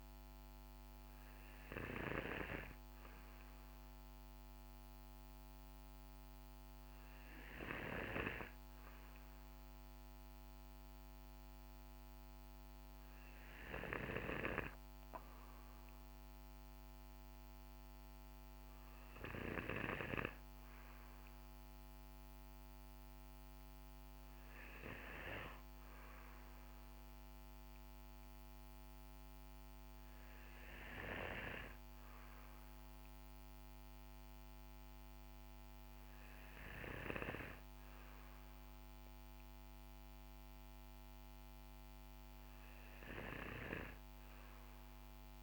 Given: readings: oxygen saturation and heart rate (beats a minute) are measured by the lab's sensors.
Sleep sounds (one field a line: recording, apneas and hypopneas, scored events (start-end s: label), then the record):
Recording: breathing in sleep by a microphone on the trachea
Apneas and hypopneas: none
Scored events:
none scored
From the record:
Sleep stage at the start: N2 (light sleep)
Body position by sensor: on the back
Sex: male